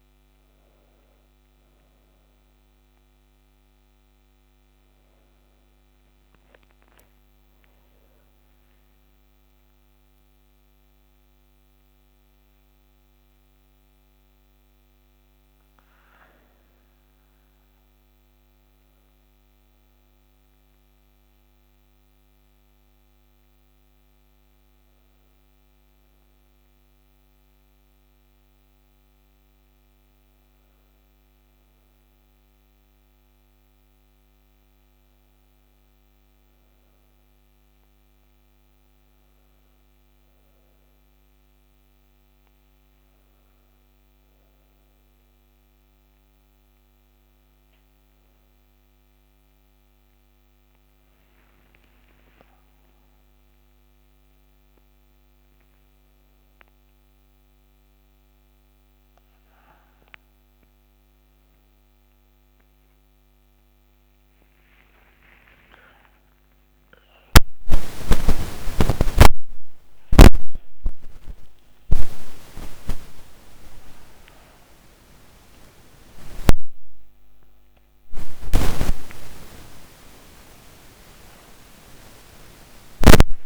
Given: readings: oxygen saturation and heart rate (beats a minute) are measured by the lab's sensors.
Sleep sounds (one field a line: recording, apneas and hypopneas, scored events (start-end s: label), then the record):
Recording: a person awake in a sleep study, by a microphone on the trachea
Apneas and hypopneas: none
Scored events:
none scored
From the record:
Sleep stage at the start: awake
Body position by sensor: on the back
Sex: female